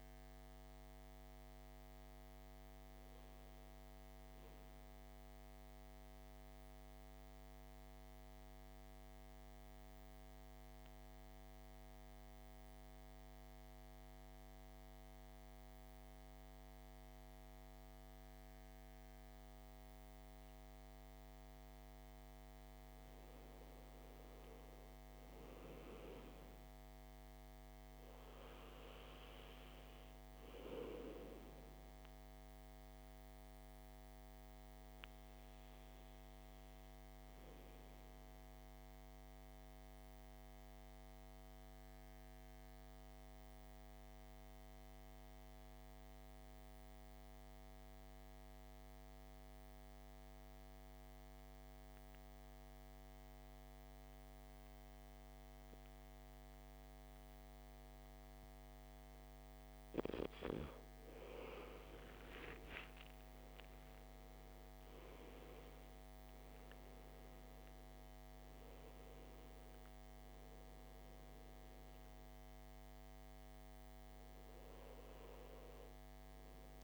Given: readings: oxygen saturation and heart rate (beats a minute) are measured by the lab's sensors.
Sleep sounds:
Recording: breathing in sleep, hard to hear, by a microphone on the trachea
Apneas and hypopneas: 2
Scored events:
0.00-17.50 s: oxygen desaturation (device-marked, oxygen 88% lowest, heart rate 53 extreme)
5.00-23.00 s: central apnea (oxygen 100% before, 88% lowest, heart rate 62 before, 53 extreme, up 7 after)
23.50-27.50 s: arousal
28.50-51.50 s: oxygen desaturation (device-marked, oxygen 99% before, 91% lowest, heart rate 57 before, 53 extreme)
32.00-60.50 s: obstructive apnea (oxygen 99% before, 87% lowest, heart rate 57 before, 53 extreme, up 9 after)
59.50-76.84 s: oxygen desaturation (device-marked, oxygen 98% before, 87% lowest, heart rate 56 before, 53 extreme)
62.50-66.50 s: arousal
From the record:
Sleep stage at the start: N2 (light sleep)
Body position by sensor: on the back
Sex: male

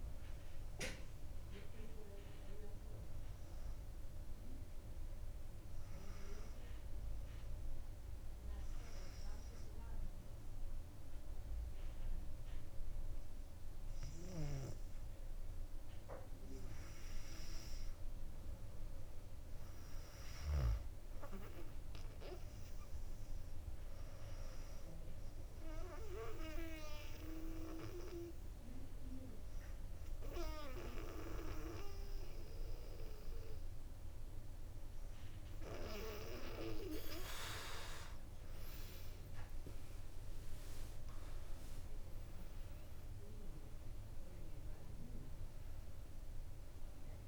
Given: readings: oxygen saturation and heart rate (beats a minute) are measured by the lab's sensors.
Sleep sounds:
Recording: breathing in sleep by a room microphone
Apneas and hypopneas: 2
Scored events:
6.50-16.50 s: obstructive apnea (oxygen 97% before, 95% lowest, heart rate 66 before, 60 extreme, up 3 after)
19.00-21.50 s: arousal
25.00-36.00 s: obstructive apnea (oxygen 98% before, 95% lowest, heart rate 62 before, 62 extreme, up 7 after)
39.00-43.00 s: arousal
From the record:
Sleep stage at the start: N2 (light sleep)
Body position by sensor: on the back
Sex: female

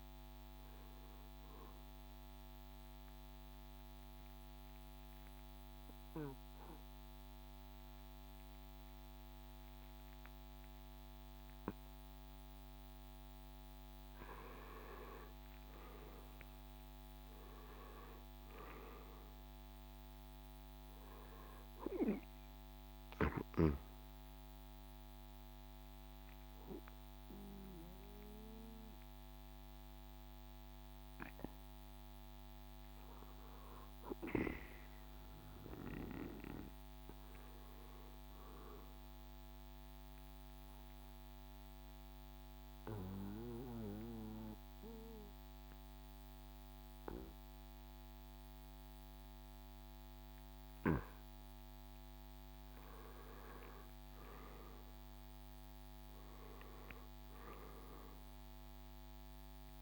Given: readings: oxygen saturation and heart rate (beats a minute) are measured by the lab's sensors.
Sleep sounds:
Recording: breathing in sleep by a microphone on the trachea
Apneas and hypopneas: 3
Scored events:
0.00-1.50 s: oxygen desaturation (device-marked, oxygen 86% lowest, heart rate 64 extreme)
2.50-15.00 s: mixed apnea (oxygen 97% before, 84% lowest, heart rate 75 before, 62 extreme, up 8 after)
16.50-20.00 s: arousal
16.50-36.50 s: oxygen desaturation (device-marked, oxygen 96% before, 84% lowest, heart rate 70 before, 62 extreme)
23.50-33.50 s: central apnea (oxygen 98% before, 84% lowest, heart rate 68 before, 62 extreme, up 6 after)
34.50-37.50 s: arousal
40.00-52.50 s: obstructive apnea (oxygen 97% before, 87% lowest, heart rate 68 before, 63 extreme, up 7 after)
43.50-54.50 s: oxygen desaturation (device-marked, oxygen 97% before, 92% lowest, heart rate 67 before, 63 extreme)
56.50-59.82 s: arousal
56.50-59.82 s: drop in pulse transit time (device-marked, heart rate 66 before, 68 extreme)
From the record:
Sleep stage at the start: N2 (light sleep)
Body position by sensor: on the back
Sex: male

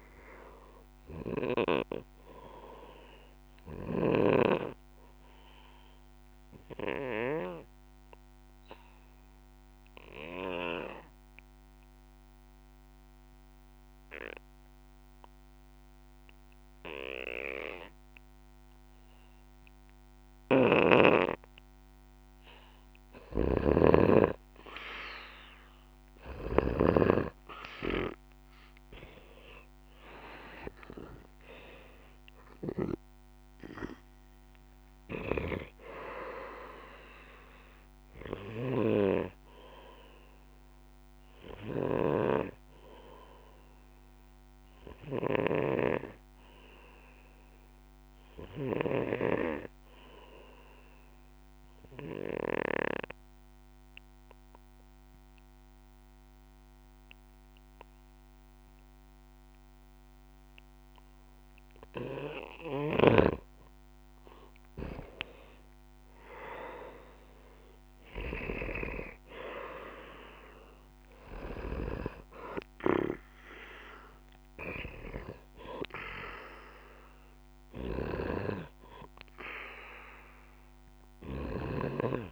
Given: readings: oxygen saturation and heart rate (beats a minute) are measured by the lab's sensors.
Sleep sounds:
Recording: breathing in sleep by a microphone on the trachea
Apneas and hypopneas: 2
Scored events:
5.00-20.00 s: oxygen desaturation (device-marked, oxygen 96% before, 93% lowest, heart rate 60 before, 54 extreme)
5.00-20.50 s: obstructive apnea (oxygen 96% before, 92% lowest, heart rate 60 before, 54 extreme, up 4 after)
23.00-27.00 s: snoring (device-marked)
29.50-33.00 s: arousal
33.00-53.00 s: oxygen desaturation (device-marked, oxygen 96% before, 92% lowest, heart rate 61 before, 54 extreme)
50.00-62.50 s: obstructive apnea (oxygen 97% before, 92% lowest, heart rate 61 before, 58 extreme, up 7 after)
63.00-82.32 s: oxygen desaturation (device-marked, oxygen 97% before, 92% lowest, heart rate 57 before, 56 extreme)
64.50-67.50 s: arousal
From the record:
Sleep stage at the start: N2 (light sleep)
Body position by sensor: on the back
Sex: male

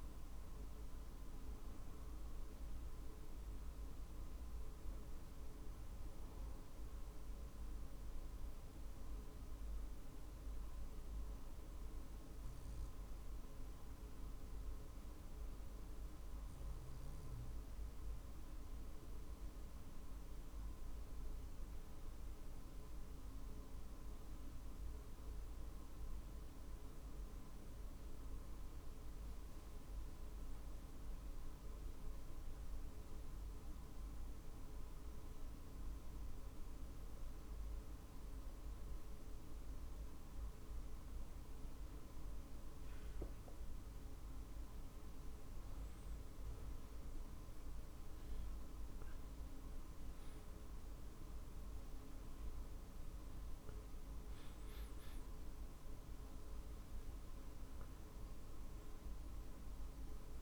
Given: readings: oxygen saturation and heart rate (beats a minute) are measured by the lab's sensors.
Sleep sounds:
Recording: breathing in sleep, hard to hear, by a room microphone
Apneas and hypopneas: 1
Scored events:
0.00-3.00 s: oxygen desaturation (device-marked, oxygen 80% lowest, heart rate 48 extreme)
7.00-44.50 s: obstructive apnea (oxygen 97% before, 87% lowest, heart rate 50 before, 48 extreme, up 4 after)
31.00-41.00 s: drop in pulse transit time (device-marked, heart rate 48 before, 49 extreme)
46.50-50.50 s: arousal
54.00-60.42 s: drop in pulse transit time (device-marked, heart rate 49 before, 49 extreme)
From the record:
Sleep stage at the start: REM sleep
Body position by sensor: on the back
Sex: male

